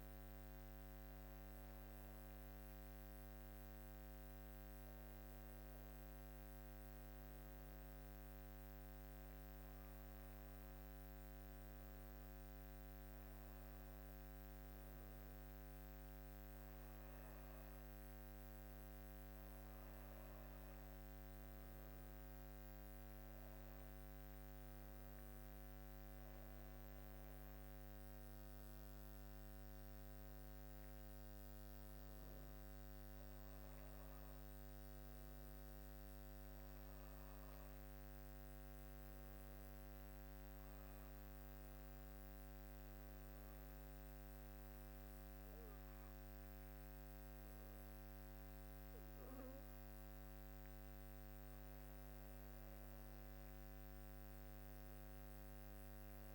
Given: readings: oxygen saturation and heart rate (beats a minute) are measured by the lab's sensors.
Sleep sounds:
breathing in sleep, hard to hear, by a microphone on the trachea; 1
37.00-50.50 s: obstructive apnea (oxygen 98% before, 95% lowest, heart rate 65 before, 57 extreme, up 8 after)
52.00-56.00 s: arousal
From the record:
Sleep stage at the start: N2 (light sleep); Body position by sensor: on the back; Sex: female

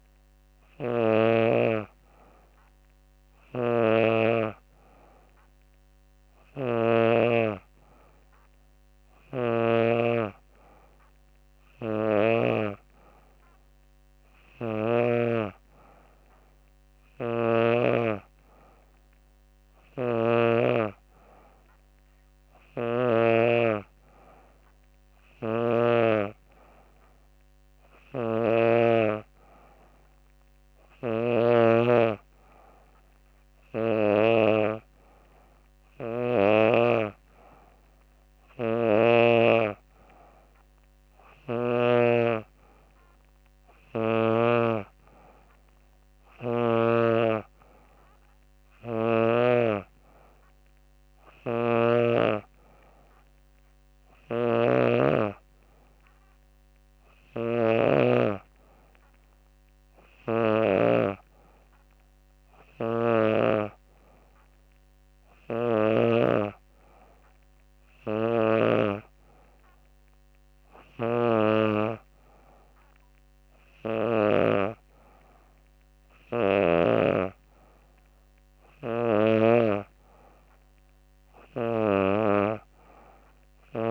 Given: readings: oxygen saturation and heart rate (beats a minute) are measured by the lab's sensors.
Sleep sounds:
breathing in sleep by a microphone on the trachea; none
8.50-14.50 s: snoring (device-marked)
19.00-31.00 s: snoring (device-marked)
40.50-46.00 s: snoring (device-marked)
50.50-57.00 s: snoring (device-marked)
From the record:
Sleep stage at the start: N3 (deep sleep); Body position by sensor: on the back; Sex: female

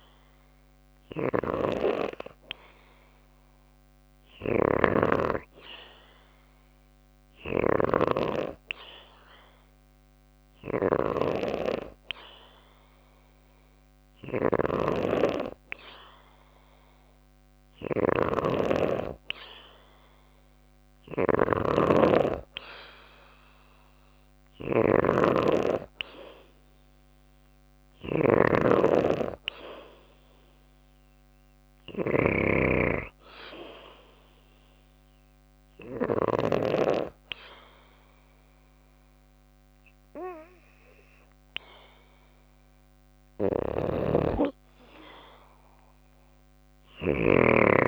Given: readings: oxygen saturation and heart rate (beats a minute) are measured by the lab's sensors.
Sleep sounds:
breathing in sleep by a microphone on the trachea; 1
0.00-1.50 s: arousal
0.00-35.50 s: snoring (device-marked)
7.00-18.00 s: hypopnea (oxygen 96% before, 94% lowest, heart rate 57 before, 56 extreme, up 2 after)
21.00-24.50 s: arousal
42.50-47.88 s: snoring (device-marked)
From the record:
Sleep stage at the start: N2 (light sleep); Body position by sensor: on the back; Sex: female

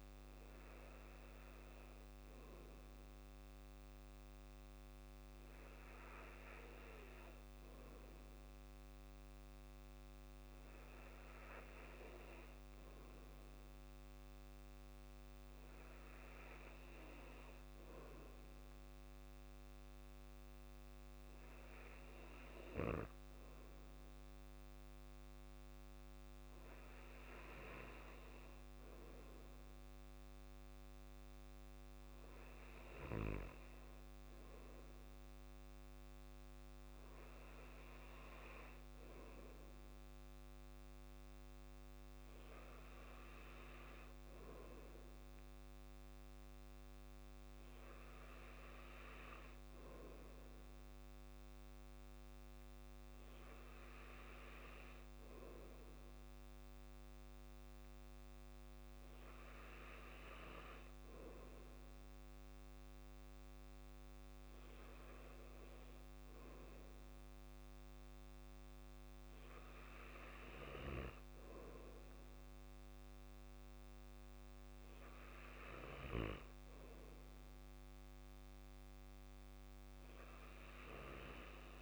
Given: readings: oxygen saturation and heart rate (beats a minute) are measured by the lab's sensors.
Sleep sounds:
breathing in sleep by a microphone on the trachea; none
none scored
From the record:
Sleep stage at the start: N2 (light sleep); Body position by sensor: on the back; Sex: male

